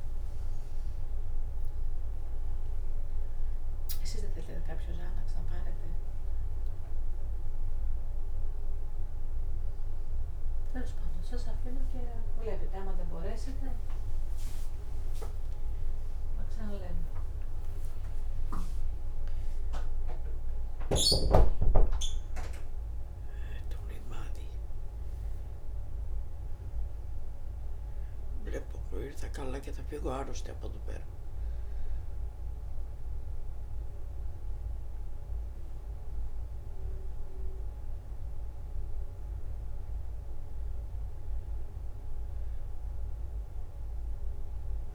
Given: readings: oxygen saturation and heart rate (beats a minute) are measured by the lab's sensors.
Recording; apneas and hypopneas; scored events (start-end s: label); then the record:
a person awake in a sleep study, by a room microphone; none
5.50-7.50 s: leg movement (device-marked)
13.50-18.50 s: leg movement (device-marked)
42.50-43.50 s: leg movement (device-marked)
From the record:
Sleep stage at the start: awake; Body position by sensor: on the back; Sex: female